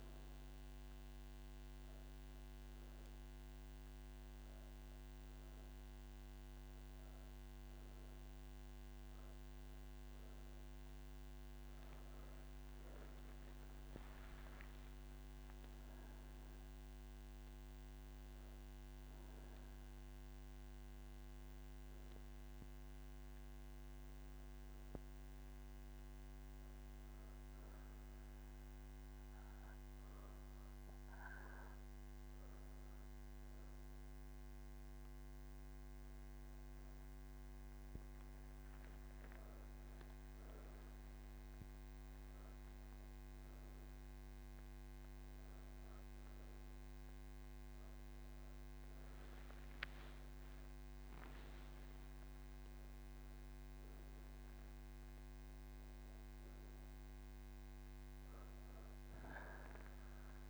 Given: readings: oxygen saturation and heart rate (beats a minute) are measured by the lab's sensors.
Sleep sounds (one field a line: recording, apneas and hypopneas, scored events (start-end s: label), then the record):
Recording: breathing in sleep, hard to hear, by a microphone on the trachea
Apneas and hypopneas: 1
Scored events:
13.00-60.50 s: new sleep stage, N3 (deep sleep)
21.00-33.50 s: obstructive apnea (oxygen 97% before, 93% lowest)
From the record:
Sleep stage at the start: N1 (lightest sleep)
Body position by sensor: on the back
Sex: female